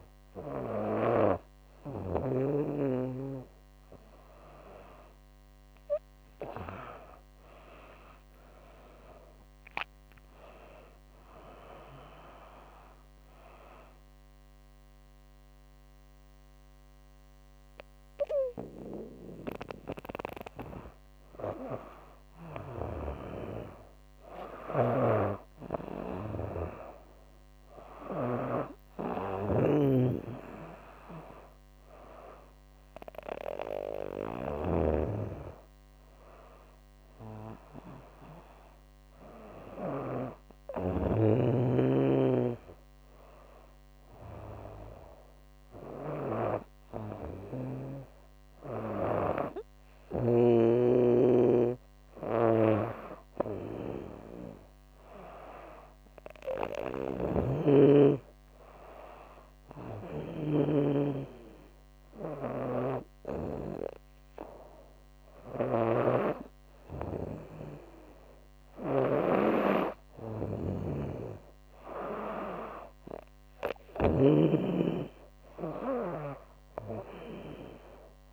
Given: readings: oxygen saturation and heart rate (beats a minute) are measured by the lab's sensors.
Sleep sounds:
breathing in sleep by a microphone on the trachea; 1
0.00-1.50 s: snoring (device-marked)
6.50-11.00 s: arousal
24.00-27.50 s: snoring (device-marked)
33.50-48.50 s: snoring (device-marked)
50.50-78.33 s: snoring (device-marked)
57.50-69.00 s: hypopnea (oxygen 98% before, 96% lowest, heart rate 83 before, 80 extreme, up 3 after)
71.00-74.00 s: arousal
From the record:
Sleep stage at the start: N2 (light sleep); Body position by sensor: on the back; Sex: female

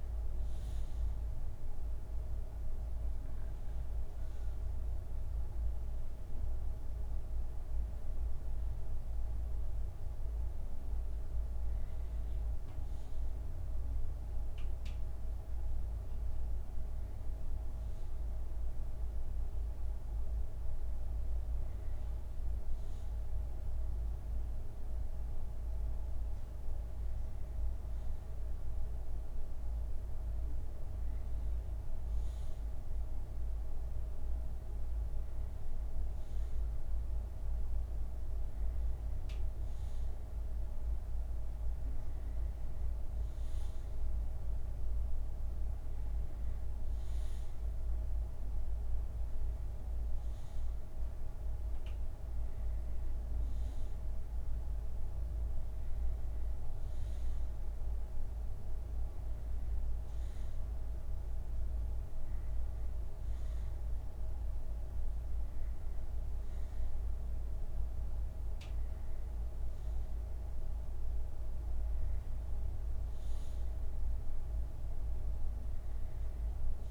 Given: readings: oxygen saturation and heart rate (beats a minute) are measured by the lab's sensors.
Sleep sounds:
breathing in sleep, hard to hear, by a room microphone; none
0.50-9.50 s: bradycardia (device-marked, heart rate 68 before, 55 extreme)
56.50-60.50 s: bradycardia (device-marked, heart rate 68 before, 55 extreme)
61.50-63.50 s: bradycardia (device-marked, heart rate 68 before, 55 extreme)
From the record:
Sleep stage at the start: N2 (light sleep); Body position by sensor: on the back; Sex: male

